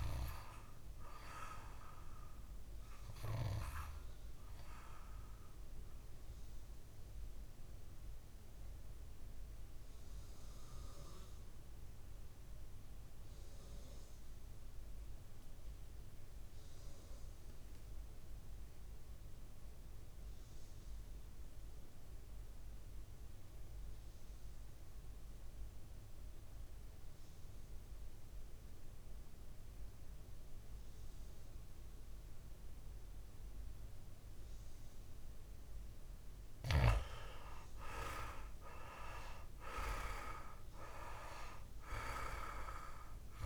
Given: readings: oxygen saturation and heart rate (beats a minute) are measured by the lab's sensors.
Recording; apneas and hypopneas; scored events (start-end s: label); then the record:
breathing in sleep by a room microphone; 1
0.00-12.50 s: oxygen desaturation (device-marked, oxygen 89% lowest, heart rate 56 extreme)
8.50-36.00 s: mixed apnea (oxygen 98% before, 89% lowest, heart rate 62 before, 55 extreme, up 8 after)
30.50-43.46 s: oxygen desaturation (device-marked, oxygen 99% before, 89% lowest, heart rate 58 before, 55 extreme)
38.00-41.50 s: arousal
From the record:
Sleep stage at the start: N2 (light sleep); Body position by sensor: on the back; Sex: male